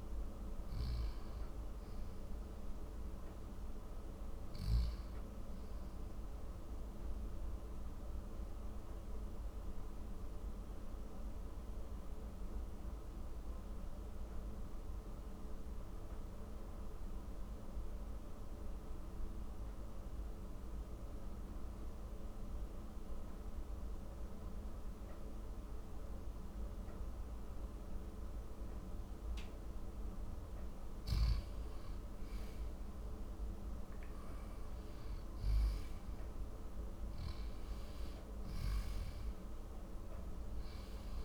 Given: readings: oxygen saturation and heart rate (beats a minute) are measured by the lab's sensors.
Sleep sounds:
breathing in sleep, hard to hear, by a room microphone; 1
7.50-31.50 s: mixed apnea (oxygen 96% before, 91% lowest, heart rate 66 before, 54 extreme, up 8 after)
34.50-40.00 s: arousal
From the record:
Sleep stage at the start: N1 (lightest sleep); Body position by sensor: on the back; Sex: male

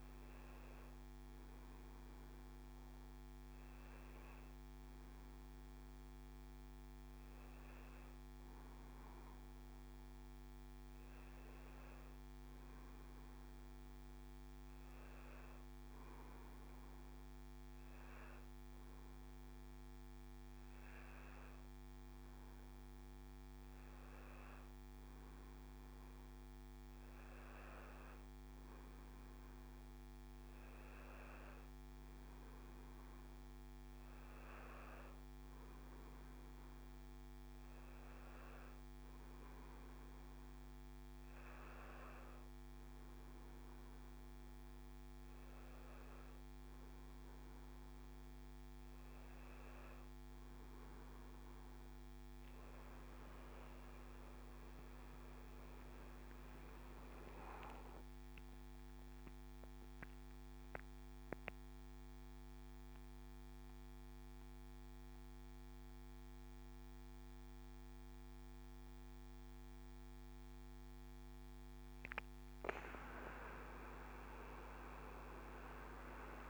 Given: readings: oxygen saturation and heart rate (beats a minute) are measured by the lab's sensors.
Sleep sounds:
breathing in sleep by a microphone on the trachea; none
54.50-76.50 s: new sleep stage, N1 (lightest sleep)
From the record:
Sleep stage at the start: N2 (light sleep); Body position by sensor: on the back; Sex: male

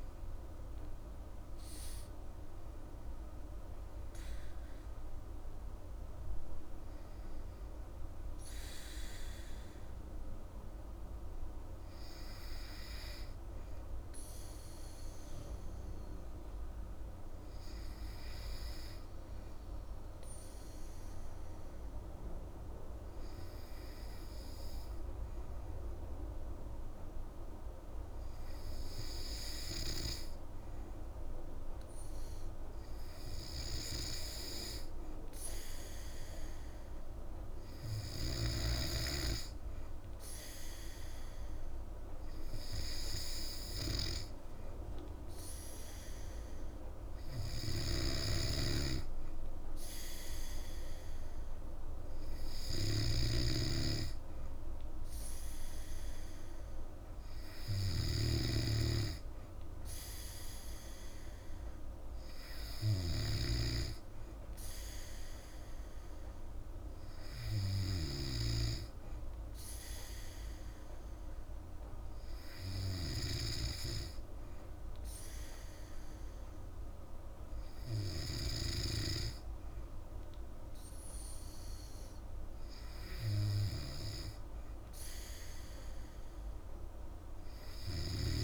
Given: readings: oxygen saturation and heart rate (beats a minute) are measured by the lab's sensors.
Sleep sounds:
breathing in sleep by a room microphone; 1
18.00-30.00 s: hypopnea (oxygen 96% before, 95% lowest, heart rate 61 before, 55 extreme, up 6 after)
25.50-55.50 s: new sleep stage, N2 (light sleep)
32.00-36.00 s: arousal
47.50-63.50 s: snoring (device-marked)
55.50-88.43 s: new sleep stage, N3 (deep sleep)
From the record:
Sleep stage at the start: N3 (deep sleep); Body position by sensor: on the back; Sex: female

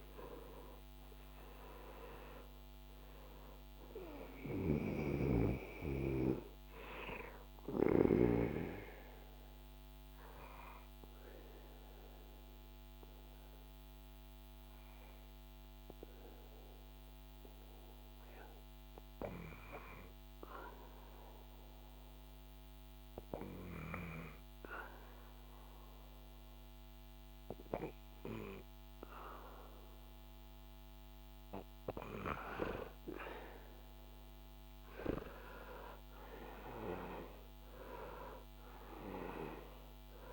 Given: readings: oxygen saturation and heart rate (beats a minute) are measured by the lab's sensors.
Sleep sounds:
breathing in sleep by a microphone on the trachea; 1
4.00-7.50 s: snoring (device-marked)
9.00-30.00 s: hypopnea (oxygen 97% before, 93% lowest, heart rate 78 before, 71 extreme, up 3 after)
32.00-37.00 s: arousal
34.50-40.33 s: oxygen desaturation (device-marked, oxygen 99% before, 93% lowest, heart rate 78 before, 69 extreme)
From the record:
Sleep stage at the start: N2 (light sleep); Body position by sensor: on the back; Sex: male

